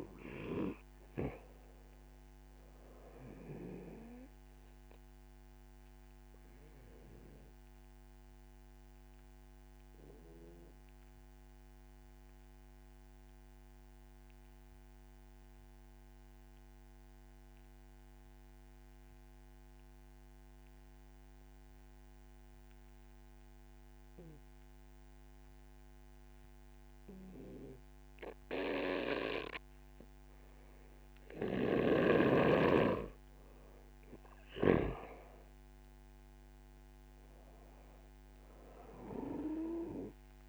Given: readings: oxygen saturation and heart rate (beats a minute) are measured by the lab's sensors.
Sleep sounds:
breathing in sleep by a microphone on the trachea; 1
0.00-21.00 s: oxygen desaturation (device-marked, oxygen 96% before, 89% lowest)
6.00-32.50 s: obstructive apnea (oxygen 96% before, 88% lowest)
33.50-36.50 s: arousal
35.00-40.49 s: oxygen desaturation (device-marked, oxygen 96% before, 89% lowest)
From the record:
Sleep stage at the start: N2 (light sleep); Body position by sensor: on the back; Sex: male

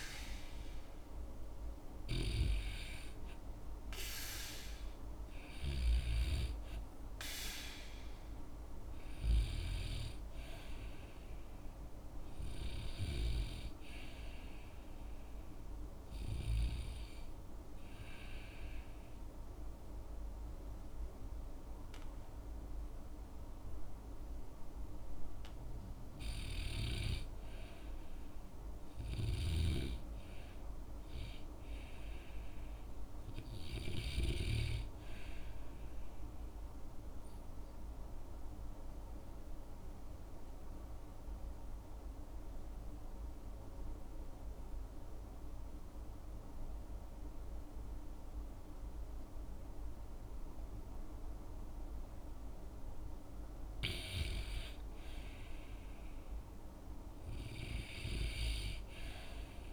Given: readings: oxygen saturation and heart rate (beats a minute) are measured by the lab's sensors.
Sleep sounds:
breathing in sleep by a room microphone; 2
0.00-15.50 s: oxygen desaturation (device-marked, oxygen 93% lowest, heart rate 57 extreme)
17.50-27.50 s: obstructive apnea (oxygen 97% before, 88% lowest, heart rate 62 before, 53 extreme, up 5 after)
29.00-34.50 s: snoring (device-marked)
29.50-32.00 s: arousal
37.00-53.00 s: obstructive apnea (oxygen 95% before, 87% lowest, heart rate 60 before, 53 extreme, up 11 after)
54.50-58.00 s: arousal
From the record:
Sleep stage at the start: REM sleep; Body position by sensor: on the back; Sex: male

